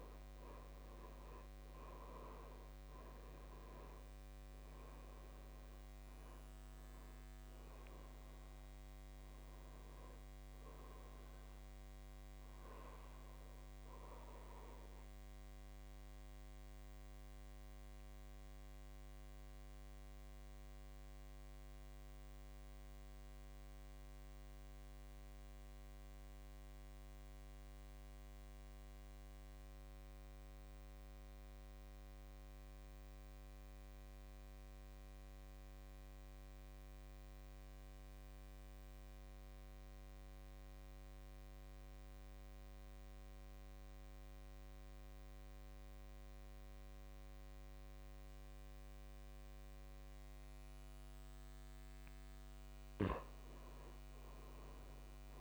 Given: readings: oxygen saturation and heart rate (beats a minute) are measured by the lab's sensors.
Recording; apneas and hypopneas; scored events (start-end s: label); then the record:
breathing in sleep, hard to hear, by a microphone on the trachea; 1
0.00-1.00 s: arousal
0.00-25.00 s: oxygen desaturation (device-marked, oxygen 81% lowest, heart rate 53 extreme)
14.50-51.00 s: obstructive apnea (oxygen 99% before, 79% lowest, heart rate 68 before, 53 extreme, up 9 after)
42.00-55.41 s: oxygen desaturation (device-marked, oxygen 99% before, 79% lowest, heart rate 56 before, 56 extreme)
53.50-55.41 s: arousal
From the record:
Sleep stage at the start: N2 (light sleep); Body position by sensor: on the back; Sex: male